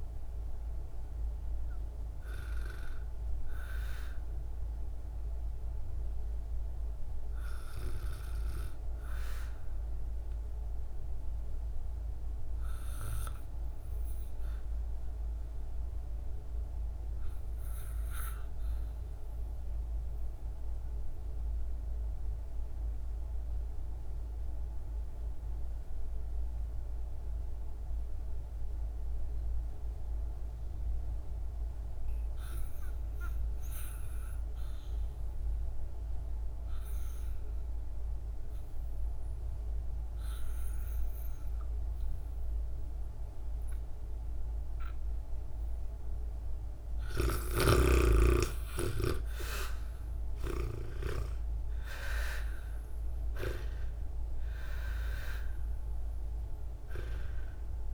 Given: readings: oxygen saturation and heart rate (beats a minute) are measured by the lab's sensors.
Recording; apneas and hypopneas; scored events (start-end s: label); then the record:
breathing in sleep by a room microphone; 1
0.00-15.50 s: oxygen desaturation (device-marked, oxygen 76% lowest, heart rate 51 extreme)
9.00-45.50 s: obstructive apnea (oxygen 83% before, 76% lowest, heart rate 73 before, 45 extreme, up 11 after)
29.50-57.94 s: oxygen desaturation (device-marked, oxygen 98% before, 76% lowest, heart rate 67 before, 45 extreme)
47.00-52.00 s: arousal
From the record:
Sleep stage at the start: REM sleep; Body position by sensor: on the back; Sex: female